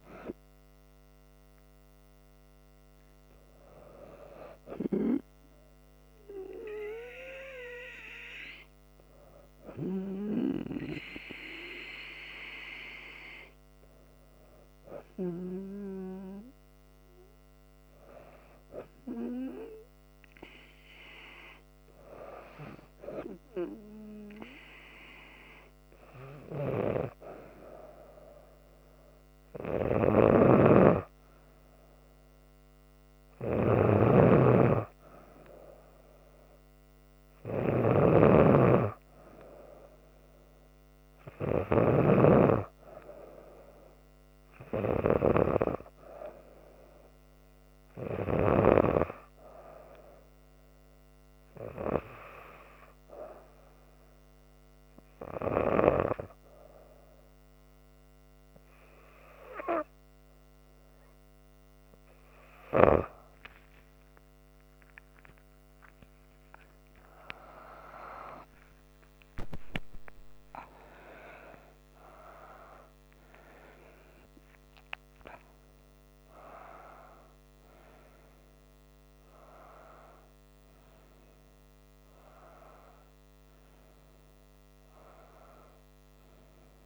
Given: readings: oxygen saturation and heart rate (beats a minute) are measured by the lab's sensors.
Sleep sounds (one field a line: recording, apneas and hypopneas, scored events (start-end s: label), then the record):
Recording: breathing in sleep by a microphone on the trachea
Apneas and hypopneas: 1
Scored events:
0.00-11.00 s: oxygen desaturation (device-marked, oxygen 92% lowest, heart rate 66 extreme)
29.50-42.00 s: snoring (device-marked)
50.50-62.50 s: hypopnea (oxygen 96% before, 94% lowest, heart rate 74 before, 77 extreme, up 20 after)
70.00-86.86 s: new sleep stage, awake
From the record:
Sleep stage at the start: N3 (deep sleep)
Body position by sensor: on the back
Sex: female